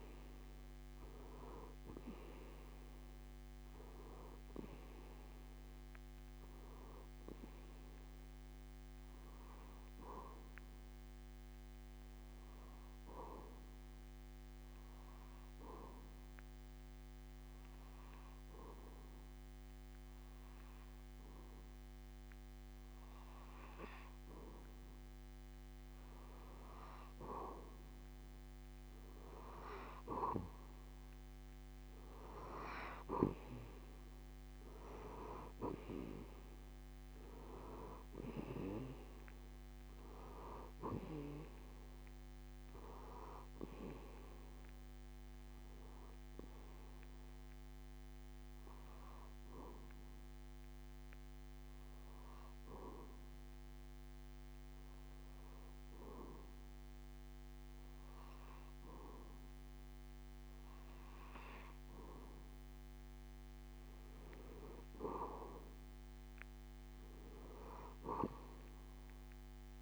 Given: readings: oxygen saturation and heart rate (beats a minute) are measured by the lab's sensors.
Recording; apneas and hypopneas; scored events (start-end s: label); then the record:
breathing in sleep by a microphone on the trachea; 2
10.00-26.00 s: obstructive apnea (oxygen 97% before, 92% lowest)
28.50-32.00 s: arousal
46.50-61.50 s: obstructive apnea (oxygen 96% before, 91% lowest)
64.00-68.50 s: arousal
From the record:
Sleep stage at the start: N2 (light sleep); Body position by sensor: on the back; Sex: male